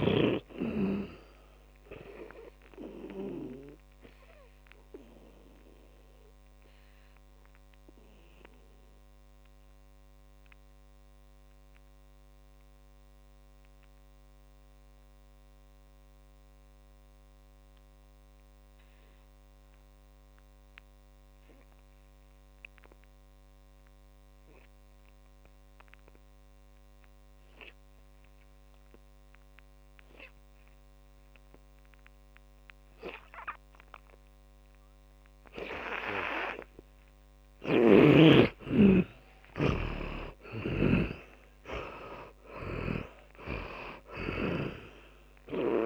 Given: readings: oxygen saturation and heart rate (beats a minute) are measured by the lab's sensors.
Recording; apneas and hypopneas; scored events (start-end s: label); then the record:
breathing in sleep by a microphone on the trachea; 1
3.50-22.50 s: oxygen desaturation (device-marked, oxygen 99% before, 82% lowest, heart rate 57 before, 47 extreme)
5.00-36.50 s: obstructive apnea (oxygen 100% before, 82% lowest, heart rate 58 before, 47 extreme, up 14 after)
35.50-45.86 s: oxygen desaturation (device-marked, oxygen 100% before, 82% lowest, heart rate 56 before, 49 extreme)
39.50-43.50 s: arousal
40.50-45.50 s: snoring (device-marked)
From the record:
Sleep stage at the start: N2 (light sleep); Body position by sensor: on the back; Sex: male